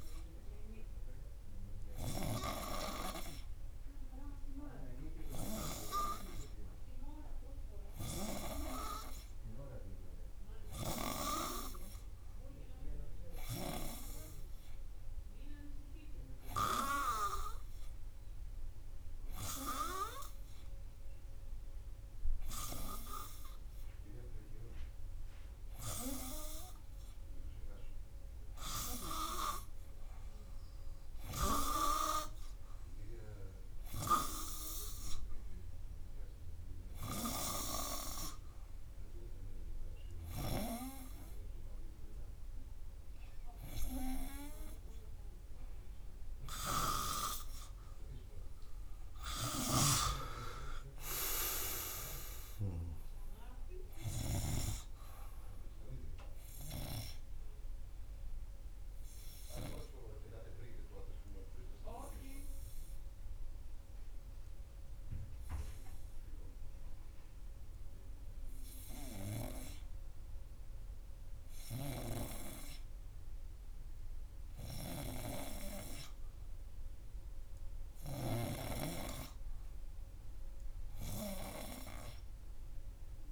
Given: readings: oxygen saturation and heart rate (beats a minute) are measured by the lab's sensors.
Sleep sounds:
breathing in sleep by a room microphone; 1
52.00-56.50 s: arousal
58.50-70.00 s: obstructive apnea (oxygen 95% before, 92% lowest, heart rate 94 before, 89 extreme, up 5 after)
72.00-76.00 s: arousal
From the record:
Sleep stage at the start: N2 (light sleep); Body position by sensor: on the front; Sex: male

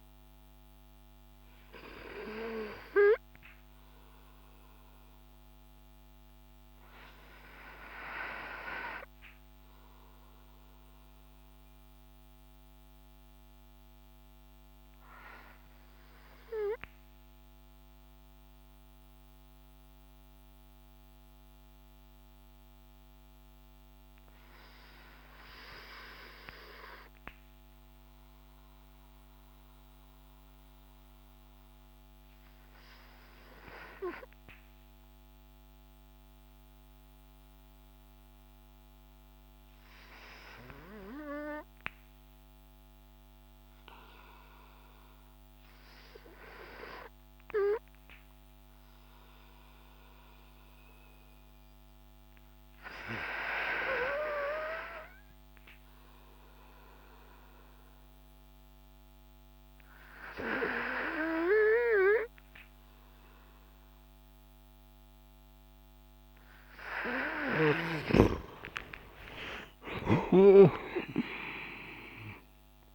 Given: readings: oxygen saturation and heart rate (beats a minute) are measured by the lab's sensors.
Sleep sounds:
breathing in sleep by a microphone on the trachea; 1
1.50-64.00 s: obstructive apnea (oxygen 97% before, 91% lowest)
7.00-26.00 s: oxygen desaturation (device-marked, oxygen 96% before, 91% lowest)
67.00-71.50 s: arousal
From the record:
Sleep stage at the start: N2 (light sleep); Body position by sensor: on the back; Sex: male

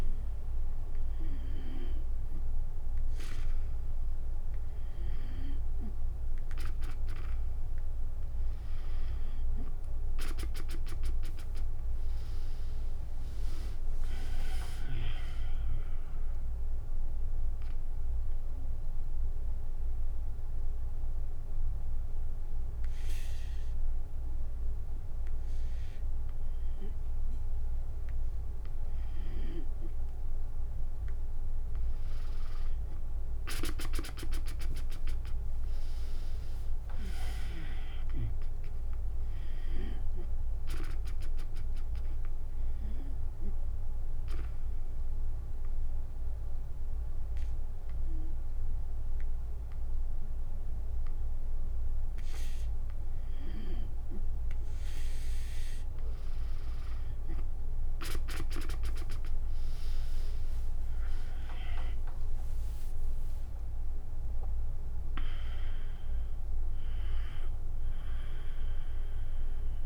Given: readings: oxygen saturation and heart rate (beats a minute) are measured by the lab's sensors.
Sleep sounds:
breathing in sleep by a room microphone; 2
12.00-24.00 s: drop in pulse transit time (device-marked, heart rate 87 before, 64 extreme)
17.00-28.00 s: obstructive apnea (oxygen 97% before, 93% lowest, heart rate 83 before, 61 extreme, up 8 after)
35.00-38.50 s: arousal
36.00-46.00 s: drop in pulse transit time (device-marked, heart rate 69 before, 65 extreme)
36.00-52.00 s: oxygen desaturation (device-marked, oxygen 98% before, 94% lowest, heart rate 69 before, 59 extreme)
43.50-54.00 s: obstructive apnea (oxygen 98% before, 93% lowest, heart rate 69 before, 59 extreme)
56.50-59.50 s: arousal
57.00-66.00 s: tachycardia (device-marked, heart rate 76 before, 148 extreme)
59.00-69.86 s: drop in pulse transit time (device-marked, heart rate 69 before, 77 extreme)
59.00-69.86 s: oxygen desaturation (device-marked, oxygen 98% before, 93% lowest, heart rate 69 before, 59 extreme)
From the record:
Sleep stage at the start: N2 (light sleep); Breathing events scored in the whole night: 211 in 5.0 hours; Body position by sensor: on the back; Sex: female

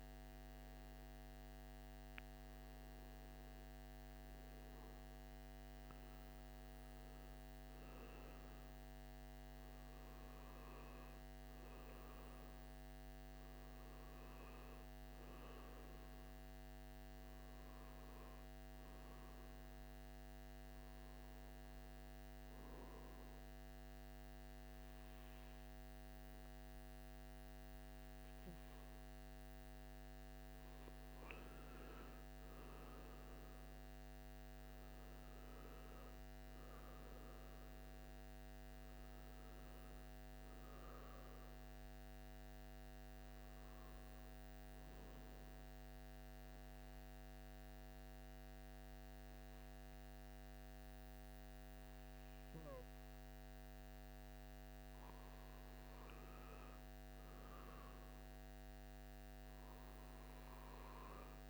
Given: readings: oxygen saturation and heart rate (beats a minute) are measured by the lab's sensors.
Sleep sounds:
breathing in sleep, hard to hear, by a microphone on the trachea; 1
35.00-40.00 s: arousal
45.00-56.50 s: obstructive apnea (oxygen 96% before, 91% lowest, heart rate 63 before, 57 extreme, up 2 after)
58.50-61.49 s: arousal
From the record:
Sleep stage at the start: N2 (light sleep); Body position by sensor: on the right side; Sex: male

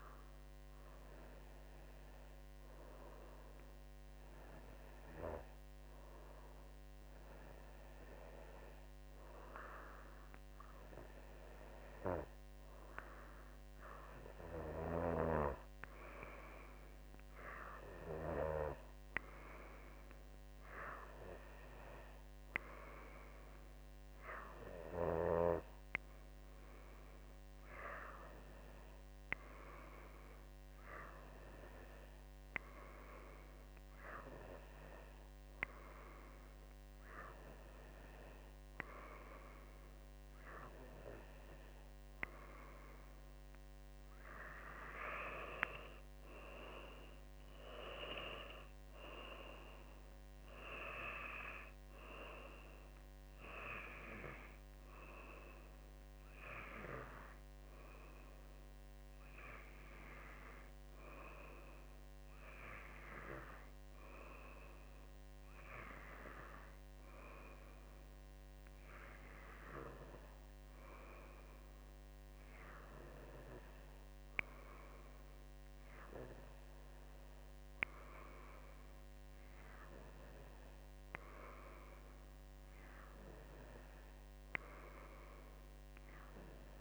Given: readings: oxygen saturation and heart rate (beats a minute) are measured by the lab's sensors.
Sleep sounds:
breathing in sleep by a microphone on the trachea; none
none scored
From the record:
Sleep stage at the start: N2 (light sleep); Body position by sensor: on the back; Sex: female

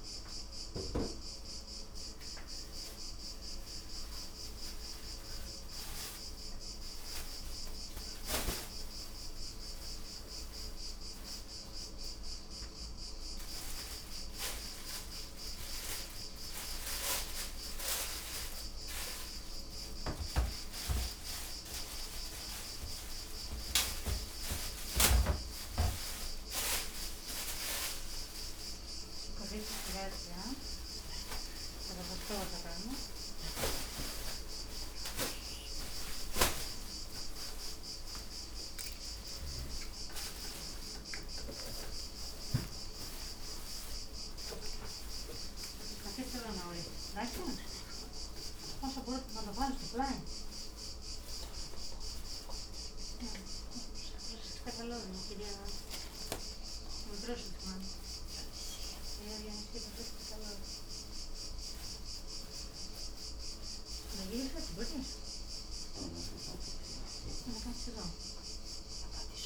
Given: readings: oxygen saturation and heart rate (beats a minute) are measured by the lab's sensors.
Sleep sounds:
a person awake in a sleep study, by a room microphone; 1
11.50-23.00 s: hypopnea (oxygen 99% before, 95% lowest)
30.00-44.00 s: oxygen desaturation (device-marked, oxygen 98% before, 95% lowest)
65.00-69.46 s: oxygen desaturation (device-marked, oxygen 99% before, 95% lowest)
From the record:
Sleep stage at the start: awake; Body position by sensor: on the back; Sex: female

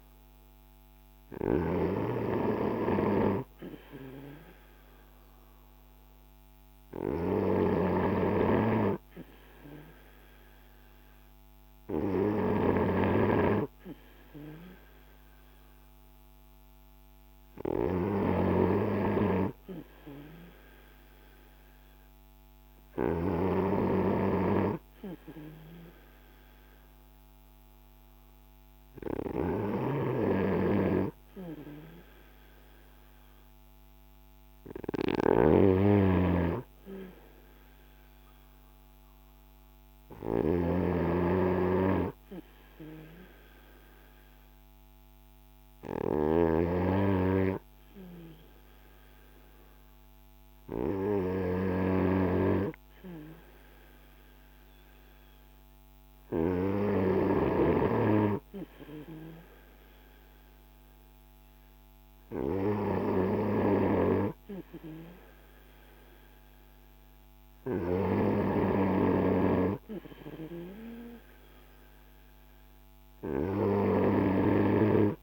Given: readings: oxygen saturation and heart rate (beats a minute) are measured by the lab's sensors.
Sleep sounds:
breathing in sleep by a microphone on the trachea; none
6.00-27.00 s: oxygen desaturation (device-marked, oxygen 97% before, 92% lowest, heart rate 50 before, 39 extreme)
35.00-46.50 s: snoring (device-marked)
From the record:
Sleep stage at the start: N2 (light sleep); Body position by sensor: on the front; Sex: male

